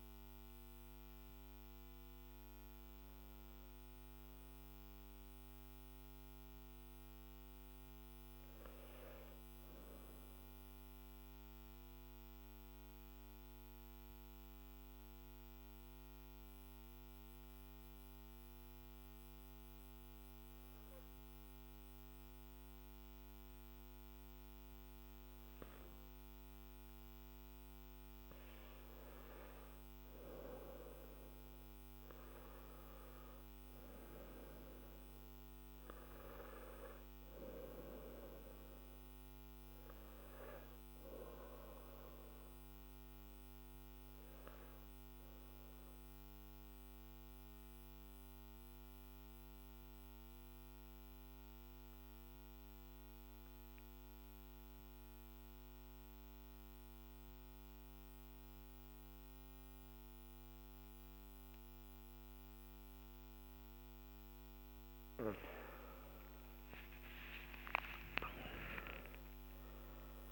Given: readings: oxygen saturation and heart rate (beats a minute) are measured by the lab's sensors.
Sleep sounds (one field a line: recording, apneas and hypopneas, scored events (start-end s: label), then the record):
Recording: breathing in sleep by a microphone on the trachea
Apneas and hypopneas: 2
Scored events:
6.00-16.00 s: oxygen desaturation (device-marked, oxygen 96% before, 93% lowest, heart rate 51 before, 47 extreme)
9.50-29.50 s: mixed apnea (oxygen 96% before, 92% lowest, heart rate 49 before, 48 extreme, up 7 after)
35.00-53.00 s: oxygen desaturation (device-marked, oxygen 98% before, 92% lowest, heart rate 52 before, 48 extreme)
43.00-64.00 s: mixed apnea (oxygen 99% before, 92% lowest, heart rate 53 before, 46 extreme, up 13 after)
62.00-70.32 s: new sleep stage, N3 (deep sleep)
69.00-70.32 s: oxygen desaturation (device-marked, oxygen 97% before, 92% lowest, heart rate 49 before, 43 extreme)
From the record:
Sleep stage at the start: N1 (lightest sleep)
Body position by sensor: on the back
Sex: male